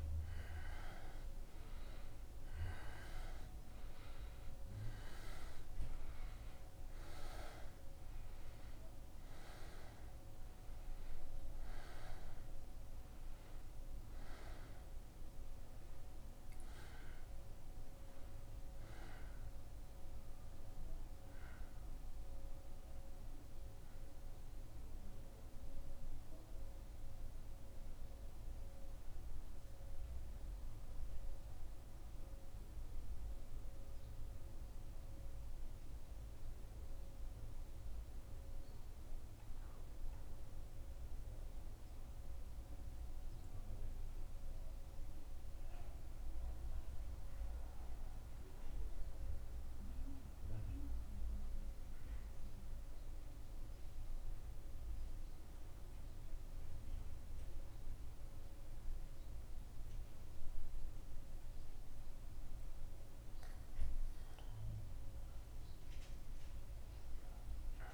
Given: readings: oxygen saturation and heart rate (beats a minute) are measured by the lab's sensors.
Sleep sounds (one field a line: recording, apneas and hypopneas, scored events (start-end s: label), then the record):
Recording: a person partly awake in a sleep study, by a room microphone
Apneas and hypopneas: 1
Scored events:
0.00-21.00 s: oxygen desaturation (device-marked, oxygen 98% before, 94% lowest, heart rate 75 before, 74 extreme)
24.00-54.00 s: new sleep stage, N1 (lightest sleep)
32.00-62.50 s: obstructive apnea (oxygen 96% before, 90% lowest, heart rate 76 before, 73 extreme, up 3 after)
54.00-67.94 s: new sleep stage, N2 (light sleep)
65.00-67.94 s: oxygen desaturation (device-marked, oxygen 96% before, 90% lowest, heart rate 75 before, 74 extreme)
65.50-67.94 s: arousal
From the record:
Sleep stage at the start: awake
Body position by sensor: on the back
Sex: male